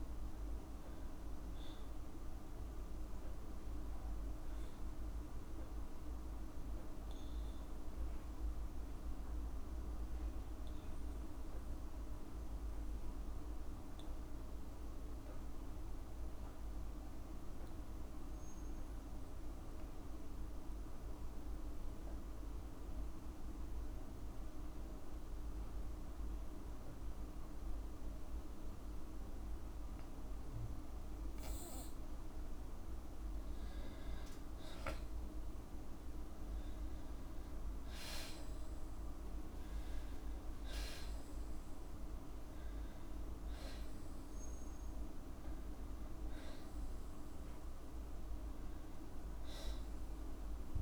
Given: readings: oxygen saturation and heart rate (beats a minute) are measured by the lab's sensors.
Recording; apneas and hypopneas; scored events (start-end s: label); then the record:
breathing in sleep, hard to hear, by a room microphone; 1
11.50-32.50 s: obstructive apnea (oxygen 97% before, 92% lowest, heart rate 61 before, 55 extreme, up 22 after)
12.00-23.00 s: oxygen desaturation (device-marked, oxygen 97% before, 92% lowest, heart rate 61 before, 56 extreme)
35.00-38.50 s: arousal
40.00-42.00 s: long interval between heartbeats (device-marked, heart rate 57 before, 78 extreme)
From the record:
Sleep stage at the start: N2 (light sleep); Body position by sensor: on the back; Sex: female